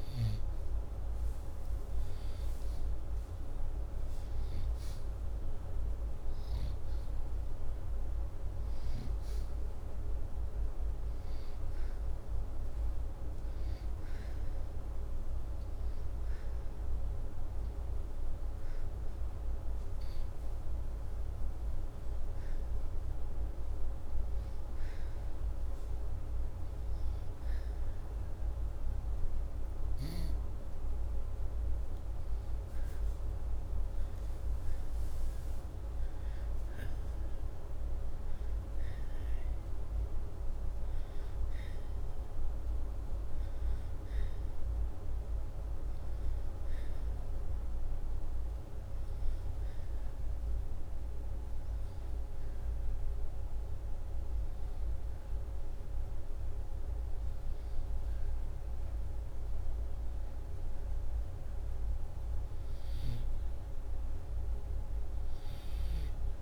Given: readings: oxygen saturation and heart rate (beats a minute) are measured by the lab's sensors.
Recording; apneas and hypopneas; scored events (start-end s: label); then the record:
breathing in sleep, hard to hear, by a room microphone; 1
37.00-40.50 s: arousal
49.50-59.50 s: hypopnea (oxygen 97% before, 93% lowest, heart rate 85 before, 78 extreme, up 1 after)
61.50-64.50 s: arousal
From the record:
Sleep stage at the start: N2 (light sleep); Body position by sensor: upright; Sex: male